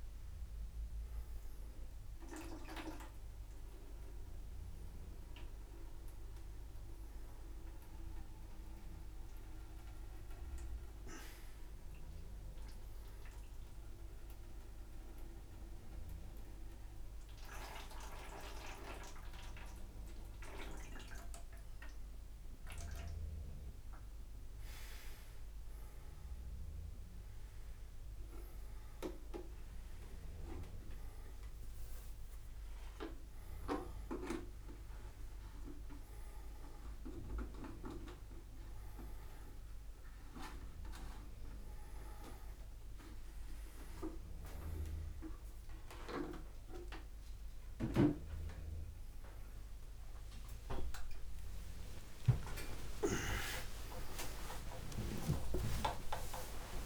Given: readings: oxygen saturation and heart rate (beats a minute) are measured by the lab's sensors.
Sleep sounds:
a person awake in a sleep study, by a room microphone; none
0.00-5.50 s: oxygen desaturation (device-marked, oxygen 92% lowest, heart rate 26 extreme)
From the record:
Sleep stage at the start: awake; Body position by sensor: on the front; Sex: male

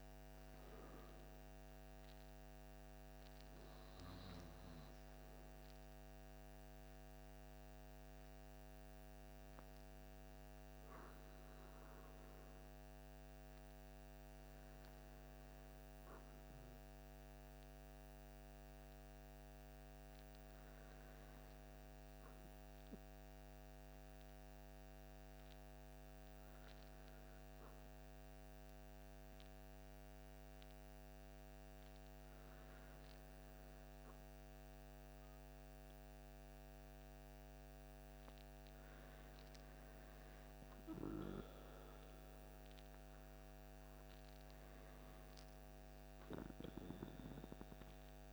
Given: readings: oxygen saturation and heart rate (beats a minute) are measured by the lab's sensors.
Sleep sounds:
breathing in sleep, hard to hear, by a microphone on the trachea; 1
0.00-6.50 s: oxygen desaturation (device-marked, oxygen 95% lowest, heart rate 45 extreme)
11.00-14.50 s: arousal
20.50-40.50 s: hypopnea (oxygen 98% before, 96% lowest, heart rate 48 before, 46 extreme, up 4 after)
42.50-46.00 s: arousal
From the record:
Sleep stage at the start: N2 (light sleep); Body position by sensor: on the back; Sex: male

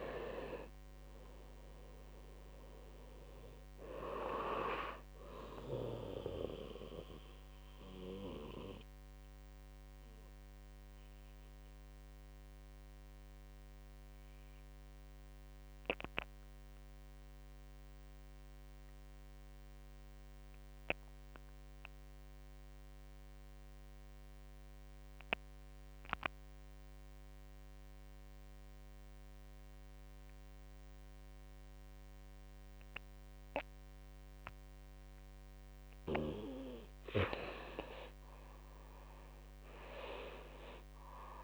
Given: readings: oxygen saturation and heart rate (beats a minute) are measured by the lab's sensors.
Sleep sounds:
breathing in sleep by a microphone on the trachea; 1
0.00-10.00 s: tachycardia (device-marked, heart rate 119 extreme)
0.00-11.00 s: oxygen desaturation (device-marked, oxygen 87% lowest)
7.00-34.50 s: mixed apnea (oxygen 98% before, 87% lowest)
32.00-41.43 s: oxygen desaturation (device-marked, oxygen 100% before, 89% lowest)
37.00-40.50 s: arousal
From the record:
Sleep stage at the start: N2 (light sleep); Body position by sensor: on the right side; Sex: male

